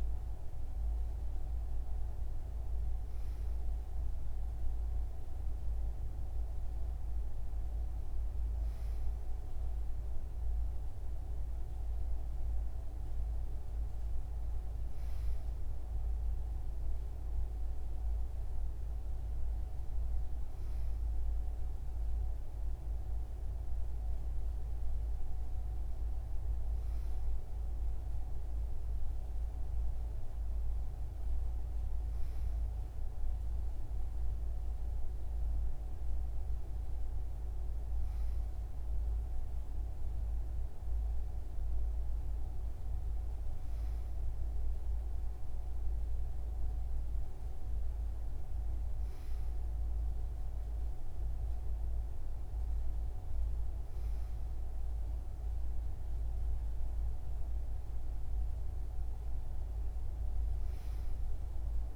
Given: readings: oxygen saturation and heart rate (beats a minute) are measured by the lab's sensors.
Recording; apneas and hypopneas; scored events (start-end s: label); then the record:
breathing in sleep, hard to hear, by a room microphone; none
none scored
From the record:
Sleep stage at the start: N2 (light sleep); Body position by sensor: on the right side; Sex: male